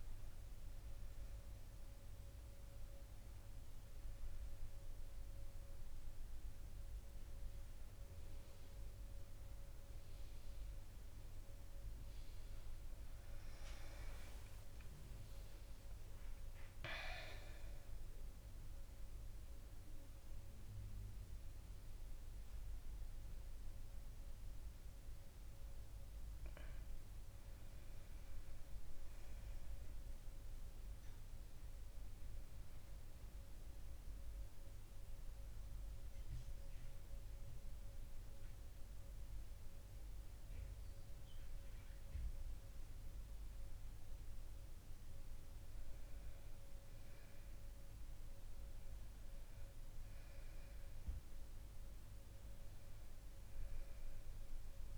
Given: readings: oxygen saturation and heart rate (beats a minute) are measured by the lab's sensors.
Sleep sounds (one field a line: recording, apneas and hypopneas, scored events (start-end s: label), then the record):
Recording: breathing in sleep, hard to hear, by a room microphone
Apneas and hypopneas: none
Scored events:
14.00-19.00 s: arousal
From the record:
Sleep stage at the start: N2 (light sleep)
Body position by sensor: on the back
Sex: female